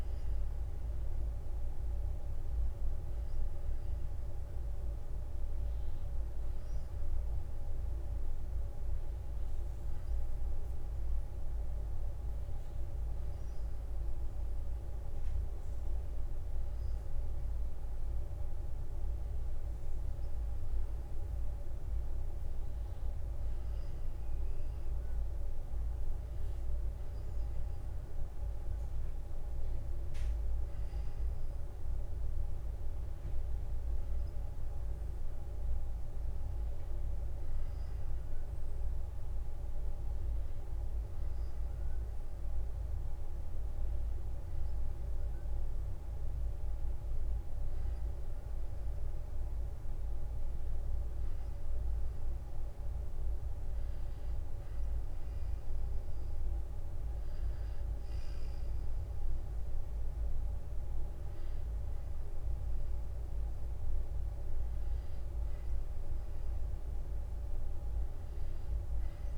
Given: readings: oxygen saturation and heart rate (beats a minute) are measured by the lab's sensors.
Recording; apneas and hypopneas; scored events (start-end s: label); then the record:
breathing in sleep, hard to hear, by a room microphone; none
28.50-30.50 s: long interval between heartbeats (device-marked, heart rate 58 before, 67 extreme)
45.00-47.00 s: long interval between heartbeats (device-marked, heart rate 59 before, 57 extreme)
56.00-58.00 s: long interval between heartbeats (device-marked, heart rate 57 before, 57 extreme)
From the record:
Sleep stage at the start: N2 (light sleep); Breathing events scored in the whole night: 239 in 3.9 hours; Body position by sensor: on the back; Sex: male